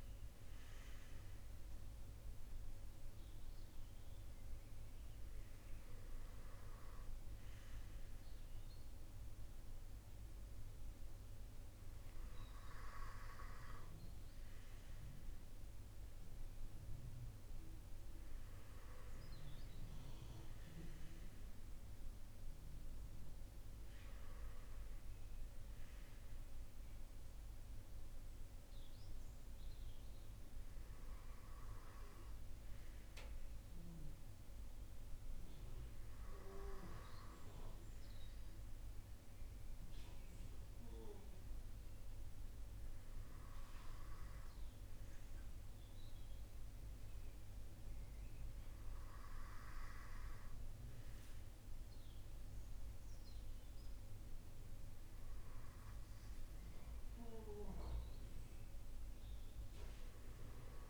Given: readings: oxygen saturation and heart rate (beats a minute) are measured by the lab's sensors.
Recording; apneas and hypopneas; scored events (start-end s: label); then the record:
breathing in sleep by a room microphone; none
none scored
From the record:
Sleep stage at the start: N2 (light sleep); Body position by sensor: on the front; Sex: male